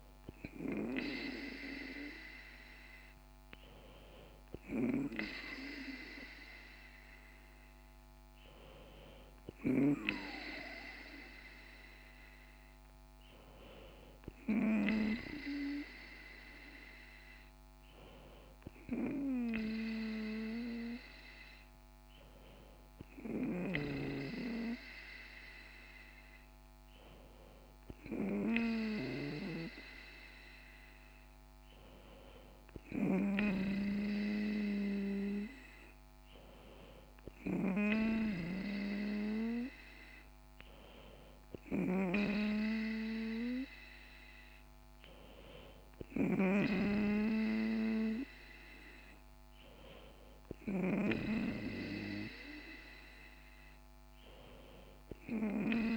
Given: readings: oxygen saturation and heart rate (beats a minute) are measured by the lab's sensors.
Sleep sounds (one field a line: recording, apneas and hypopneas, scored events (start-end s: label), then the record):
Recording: breathing in sleep by a microphone on the trachea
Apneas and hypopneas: none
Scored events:
none scored
From the record:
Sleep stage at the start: N2 (light sleep)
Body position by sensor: on the back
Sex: female